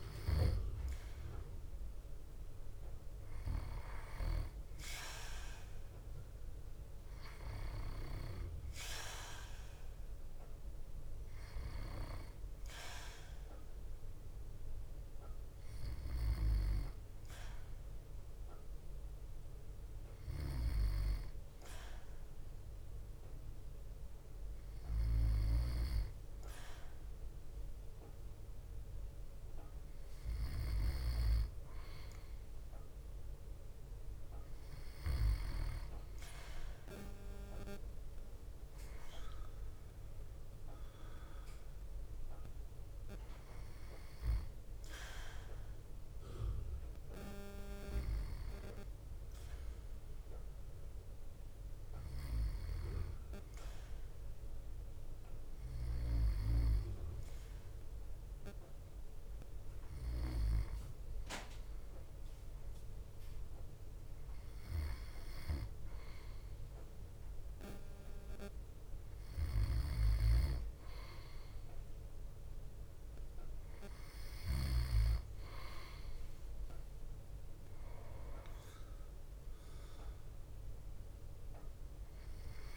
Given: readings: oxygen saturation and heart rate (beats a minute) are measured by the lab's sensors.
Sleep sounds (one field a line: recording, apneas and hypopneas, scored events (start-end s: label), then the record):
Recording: breathing in sleep by a room microphone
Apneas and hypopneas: none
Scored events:
0.00-4.50 s: snoring (device-marked)
16.00-35.50 s: snoring (device-marked)
52.50-60.50 s: snoring (device-marked)
69.50-75.00 s: snoring (device-marked)
From the record:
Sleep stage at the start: N2 (light sleep)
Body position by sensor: on the back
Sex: male